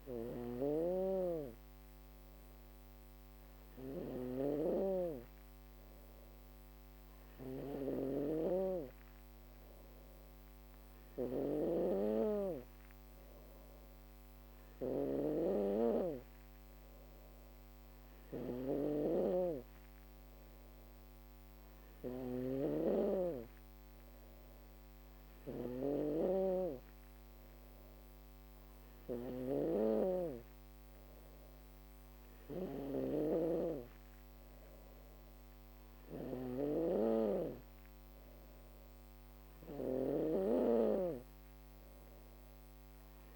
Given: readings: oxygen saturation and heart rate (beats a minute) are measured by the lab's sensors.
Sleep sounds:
breathing in sleep by a microphone on the trachea; none
0.00-43.00 s: snoring (device-marked)
From the record:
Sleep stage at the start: N2 (light sleep); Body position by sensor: on the back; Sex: female

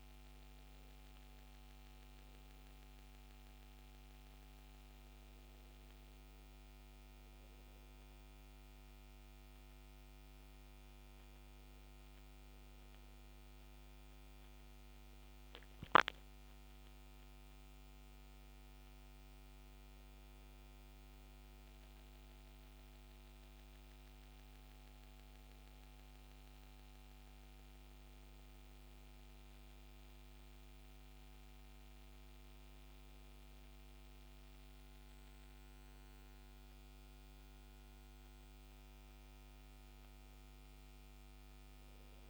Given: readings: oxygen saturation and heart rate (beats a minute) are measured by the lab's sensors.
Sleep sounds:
breathing in sleep, hard to hear, by a microphone on the trachea; none
none scored
From the record:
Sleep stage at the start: N2 (light sleep); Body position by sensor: on the back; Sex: male

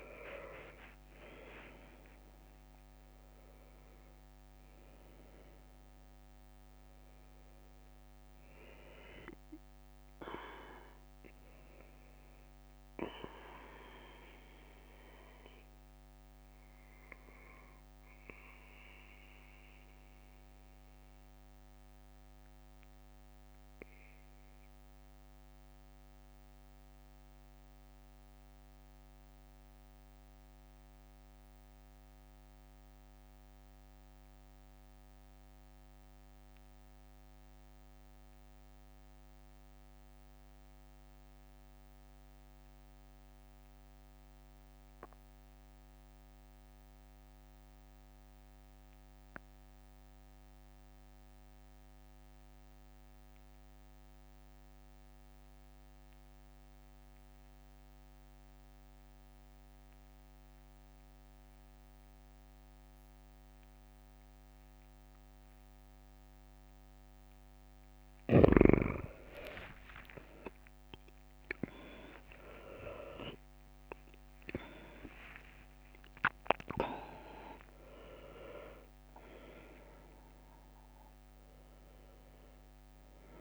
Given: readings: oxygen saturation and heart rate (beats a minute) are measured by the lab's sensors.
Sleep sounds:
breathing in sleep by a microphone on the trachea; 1
0.00-10.50 s: oxygen desaturation (device-marked, oxygen 89% lowest, heart rate 61 extreme)
18.50-66.50 s: obstructive apnea (oxygen 95% before, 85% lowest, heart rate 70 before, 62 extreme, up 9 after)
37.00-39.00 s: long interval between heartbeats (device-marked, heart rate 63 before, 67 extreme)
46.50-83.41 s: oxygen desaturation (device-marked, oxygen 98% before, 86% lowest, heart rate 64 before, 64 extreme)
68.00-72.00 s: arousal
72.50-78.50 s: leg movement (device-marked)
From the record:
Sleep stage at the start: N2 (light sleep); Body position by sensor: on the back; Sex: male

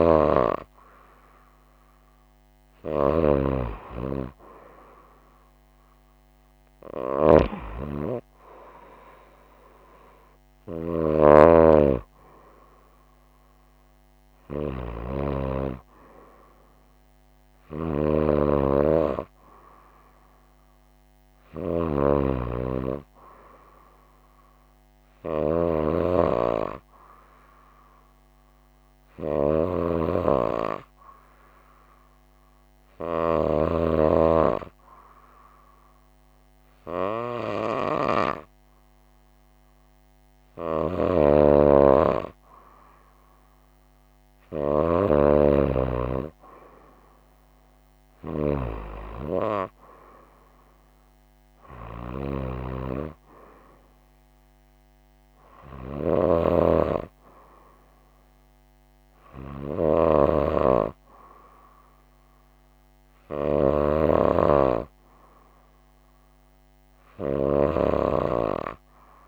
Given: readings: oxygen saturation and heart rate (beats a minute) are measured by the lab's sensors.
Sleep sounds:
breathing in sleep by a microphone on the trachea; 1
26.50-40.00 s: hypopnea (oxygen 95% before, 94% lowest, heart rate 61 before, 55 extreme, up 1 after)
45.00-49.00 s: arousal
From the record:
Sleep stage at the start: N2 (light sleep); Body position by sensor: on the right side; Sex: female

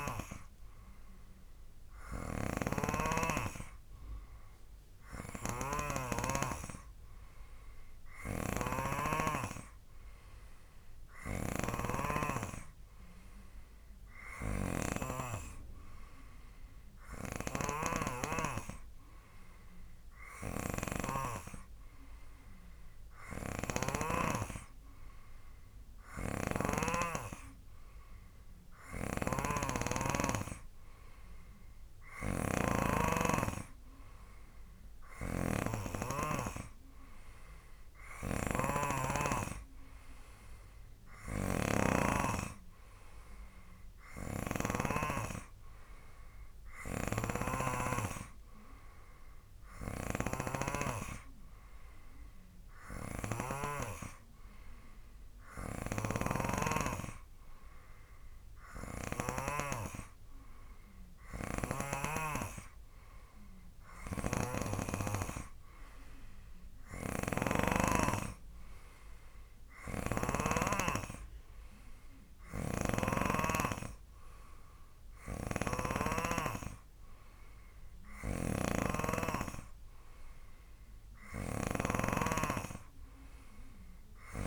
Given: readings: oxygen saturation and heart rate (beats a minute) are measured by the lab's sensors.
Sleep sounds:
breathing in sleep by a room microphone; none
0.00-6.50 s: snoring (device-marked)
8.50-24.50 s: snoring (device-marked)
26.50-45.00 s: snoring (device-marked)
47.00-54.00 s: snoring (device-marked)
56.00-60.00 s: snoring (device-marked)
64.50-68.00 s: snoring (device-marked)
70.00-73.50 s: snoring (device-marked)
75.50-84.47 s: snoring (device-marked)
From the record:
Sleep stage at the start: N3 (deep sleep); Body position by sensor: on the right side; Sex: male

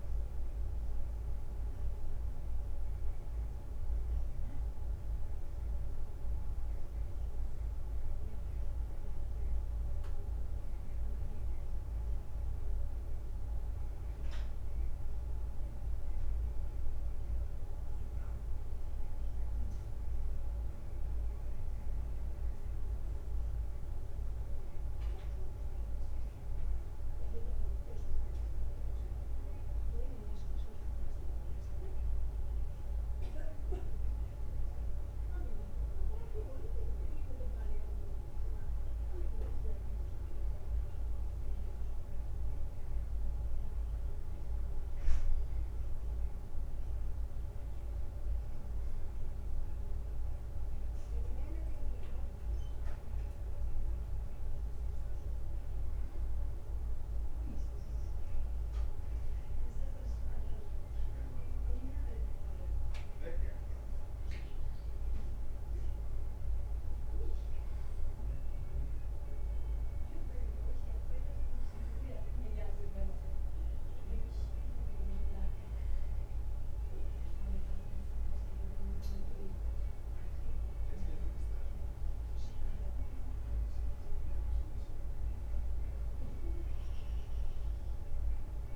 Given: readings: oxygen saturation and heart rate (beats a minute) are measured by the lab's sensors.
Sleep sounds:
a person awake in a sleep study, hard to hear, by a room microphone; none
none scored
From the record:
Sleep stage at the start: awake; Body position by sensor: on the back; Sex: male

